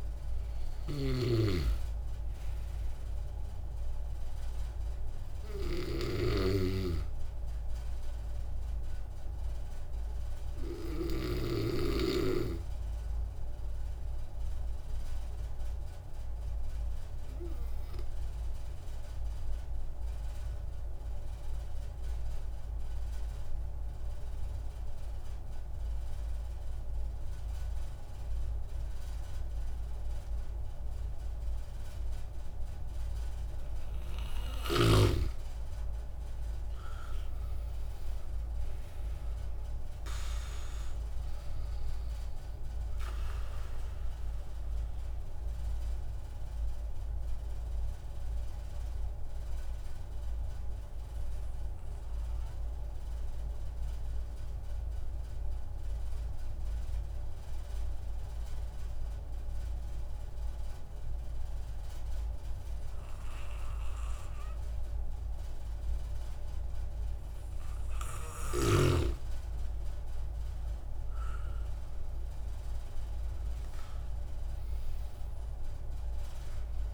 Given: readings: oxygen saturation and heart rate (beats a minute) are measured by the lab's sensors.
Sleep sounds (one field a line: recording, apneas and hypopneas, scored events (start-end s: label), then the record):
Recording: breathing in sleep by a room microphone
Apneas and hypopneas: 2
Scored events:
15.00-33.50 s: obstructive apnea (oxygen 97% before, 93% lowest)
34.50-61.50 s: oxygen desaturation (device-marked, oxygen 97% before, 93% lowest)
35.00-38.00 s: arousal
44.50-66.50 s: obstructive apnea (oxygen 97% before, 92% lowest)
69.00-72.50 s: arousal
From the record:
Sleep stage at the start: N2 (light sleep)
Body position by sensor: on the back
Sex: male